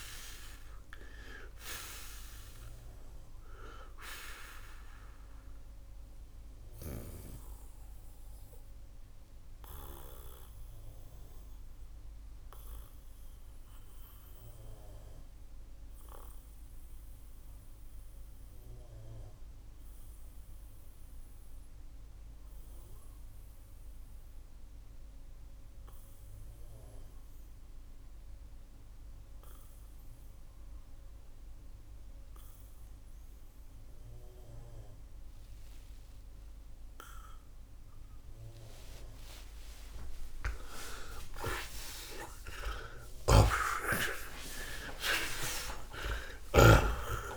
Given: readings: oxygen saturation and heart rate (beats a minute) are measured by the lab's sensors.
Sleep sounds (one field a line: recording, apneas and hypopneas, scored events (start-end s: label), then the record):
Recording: breathing in sleep by a room microphone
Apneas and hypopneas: 1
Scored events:
1.00-36.00 s: oxygen desaturation (device-marked, oxygen 95% before, 80% lowest, heart rate 98 before, 58 extreme)
5.50-38.50 s: mixed apnea (oxygen 95% before, 77% lowest, heart rate 106 before, 58 extreme)
41.50-47.37 s: arousal
42.50-47.37 s: snoring (device-marked)
44.00-47.37 s: oxygen desaturation (device-marked, oxygen 93% before, 86% lowest, heart rate 80 before, 64 extreme)
From the record:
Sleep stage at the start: N2 (light sleep)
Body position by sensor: on the back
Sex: male